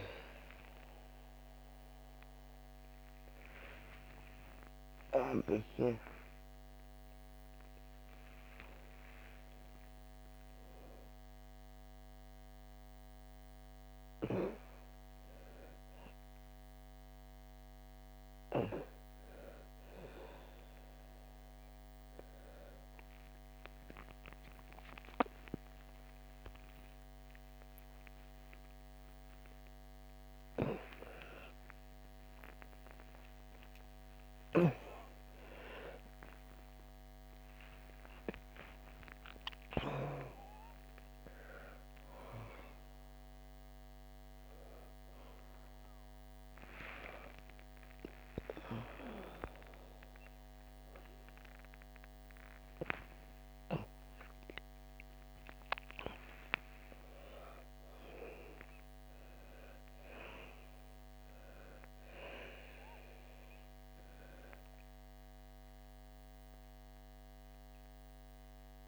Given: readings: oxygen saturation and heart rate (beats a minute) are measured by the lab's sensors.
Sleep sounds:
a person awake in a sleep study, by a microphone on the trachea; none
0.00-12.00 s: oxygen desaturation (device-marked, oxygen 82% lowest, heart rate 59 extreme)
45.00-52.00 s: oxygen desaturation (device-marked, oxygen 97% before, 93% lowest, heart rate 132 before, 67 extreme)
64.00-68.88 s: oxygen desaturation (device-marked, oxygen 95% before, 92% lowest, heart rate 81 before, 66 extreme)
From the record:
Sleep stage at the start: awake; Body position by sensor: on the back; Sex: female

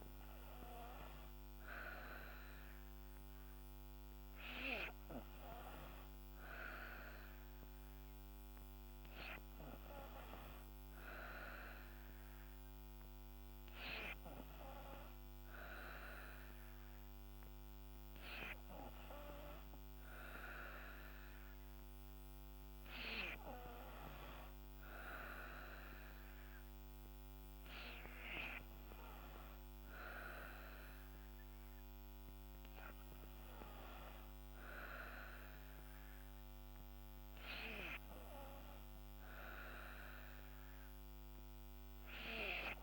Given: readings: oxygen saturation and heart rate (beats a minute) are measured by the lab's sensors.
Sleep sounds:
breathing in sleep by a microphone on the trachea; none
none scored
From the record:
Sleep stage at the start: N2 (light sleep); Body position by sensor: on the back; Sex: female

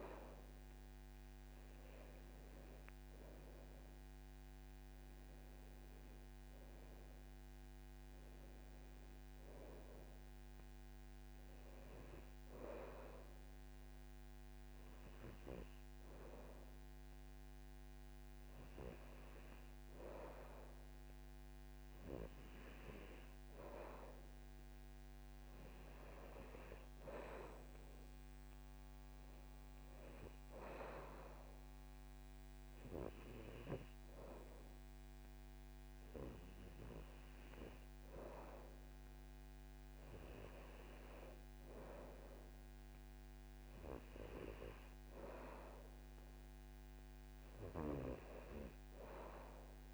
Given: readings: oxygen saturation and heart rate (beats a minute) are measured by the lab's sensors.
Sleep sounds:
breathing in sleep by a microphone on the trachea; 1
8.50-19.50 s: oxygen desaturation (device-marked, oxygen 96% before, 92% lowest, heart rate 78 before, 71 extreme)
12.00-24.50 s: hypopnea (oxygen 96% before, 92% lowest, heart rate 77 before, 71 extreme, up 2 after)
27.00-29.50 s: arousal
From the record:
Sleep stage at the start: N2 (light sleep); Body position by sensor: on the back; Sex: male

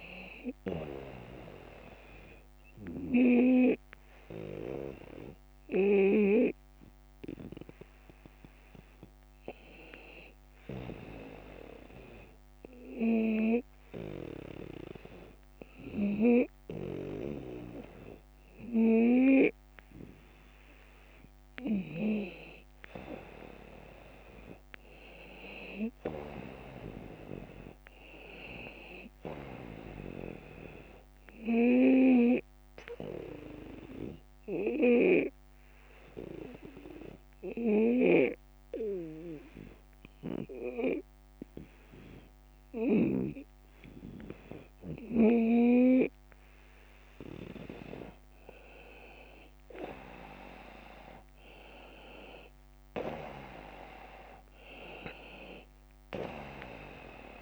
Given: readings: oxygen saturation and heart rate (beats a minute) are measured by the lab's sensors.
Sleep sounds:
breathing in sleep by a microphone on the trachea; 2
4.00-21.00 s: hypopnea (oxygen 94% before, 89% lowest)
23.50-27.50 s: arousal
34.00-46.00 s: obstructive apnea (oxygen 94% before, 88% lowest)
48.00-53.50 s: arousal
56.00-57.41 s: oxygen desaturation (device-marked, oxygen 93% before, 89% lowest)
From the record:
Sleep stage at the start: N2 (light sleep); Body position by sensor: on the right side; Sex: male

